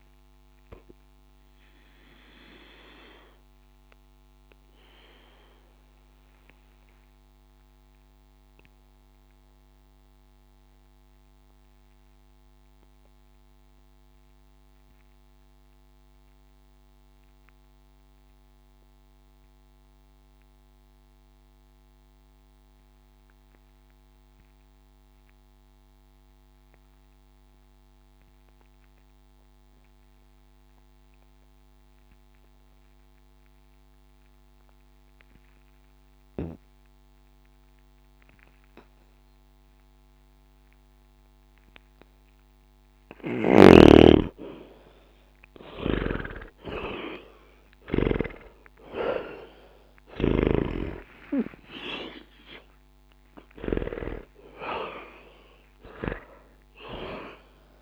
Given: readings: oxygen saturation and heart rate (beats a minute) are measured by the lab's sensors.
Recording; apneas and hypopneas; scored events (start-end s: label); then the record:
breathing in sleep by a microphone on the trachea; 1
0.00-22.50 s: oxygen desaturation (device-marked, oxygen 76% lowest, heart rate 59 extreme)
1.50-43.50 s: obstructive apnea (oxygen 92% before, 73% lowest, heart rate 63 before, 59 extreme, up 0 after)
40.50-57.82 s: oxygen desaturation (device-marked, oxygen 99% before, 73% lowest, heart rate 61 before, 60 extreme)
47.00-51.00 s: arousal
From the record:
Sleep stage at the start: N2 (light sleep); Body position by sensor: on the back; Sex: male